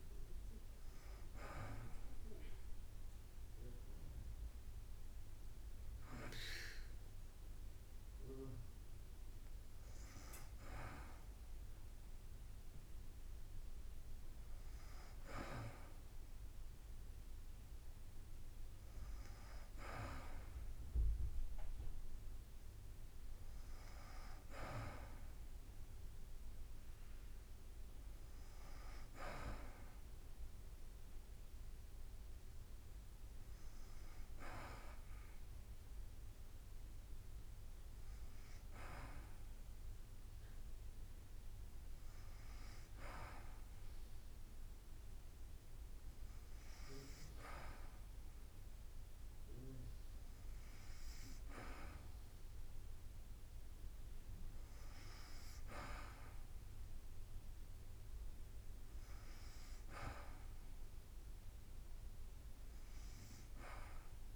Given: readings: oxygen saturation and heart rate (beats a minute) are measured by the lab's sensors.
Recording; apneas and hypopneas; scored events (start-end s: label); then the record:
breathing in sleep by a room microphone; none
none scored
From the record:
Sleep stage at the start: N2 (light sleep); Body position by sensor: on the back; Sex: female